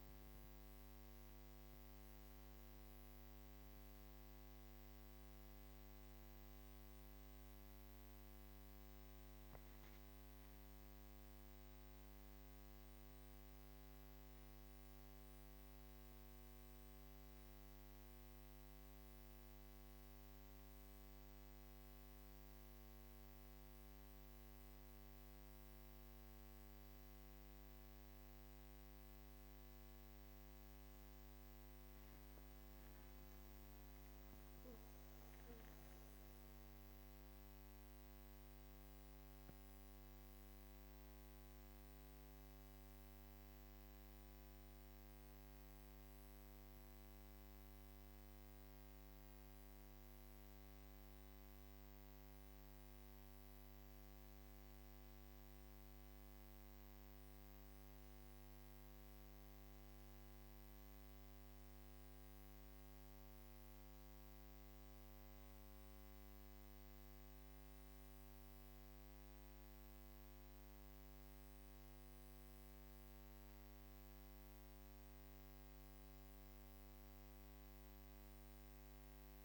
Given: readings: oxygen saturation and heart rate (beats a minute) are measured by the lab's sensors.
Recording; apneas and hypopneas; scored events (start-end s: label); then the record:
breathing in sleep, hard to hear, by a microphone on the trachea; 1
1.50-79.45 s: new sleep stage, N1 (lightest sleep)
38.00-43.00 s: arousal
47.50-65.00 s: obstructive apnea (oxygen 99% before, 95% lowest, heart rate 80 before, 34 extreme)
67.50-72.50 s: arousal
From the record:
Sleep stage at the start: N2 (light sleep); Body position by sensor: on the back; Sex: female